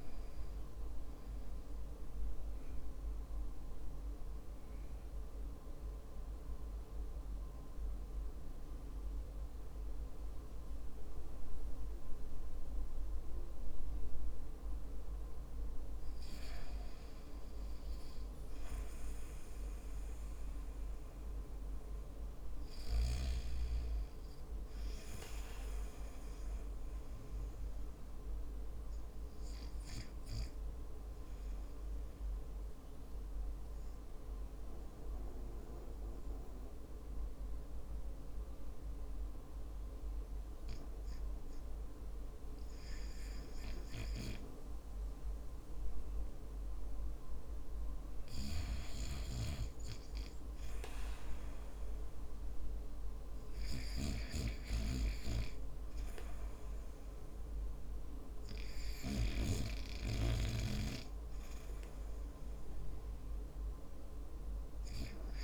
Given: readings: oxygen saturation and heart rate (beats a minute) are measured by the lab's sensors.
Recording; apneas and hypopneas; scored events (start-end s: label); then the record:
breathing in sleep by a room microphone; 2
0.00-19.00 s: oxygen desaturation (device-marked, oxygen 81% lowest, heart rate 48 extreme)
5.00-15.00 s: central apnea (oxygen 93% before, 81% lowest, heart rate 70 before, 48 extreme)
20.00-24.00 s: arousal
30.50-47.00 s: obstructive apnea (oxygen 99% before, 93% lowest, heart rate 63 before, 48 extreme, up 12 after)
50.50-55.00 s: arousal
60.00-65.44 s: oxygen desaturation (device-marked, oxygen 96% before, 93% lowest, heart rate 56 before, 50 extreme)
From the record:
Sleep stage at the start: REM sleep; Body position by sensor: on the back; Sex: male